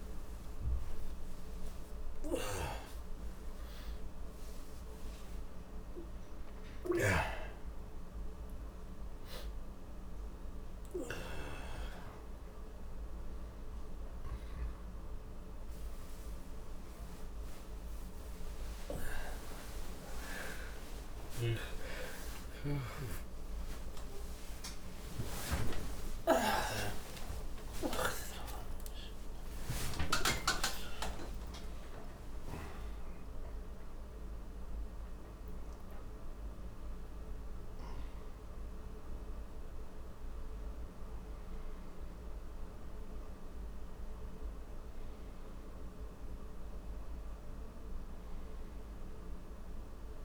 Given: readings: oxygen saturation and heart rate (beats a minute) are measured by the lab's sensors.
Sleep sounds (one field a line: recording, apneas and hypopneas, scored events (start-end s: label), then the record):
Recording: a person awake in a sleep study, by a room microphone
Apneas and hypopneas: none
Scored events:
none scored
From the record:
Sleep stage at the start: awake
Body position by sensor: on the back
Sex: male